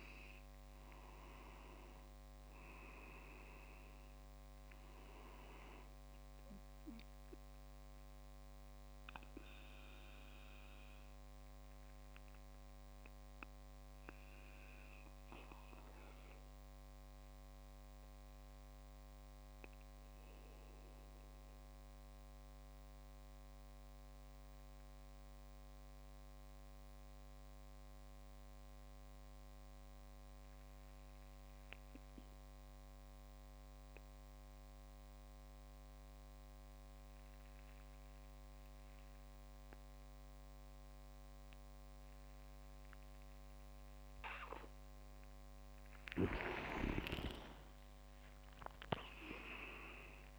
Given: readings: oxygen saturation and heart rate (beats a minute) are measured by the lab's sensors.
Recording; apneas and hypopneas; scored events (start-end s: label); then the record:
breathing in sleep by a microphone on the trachea; 1
0.00-13.00 s: oxygen desaturation (device-marked, oxygen 93% lowest, heart rate 39 extreme)
8.50-45.00 s: mixed apnea (oxygen 98% before, 94% lowest)
46.50-50.39 s: arousal
From the record:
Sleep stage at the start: N2 (light sleep); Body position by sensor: on the back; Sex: male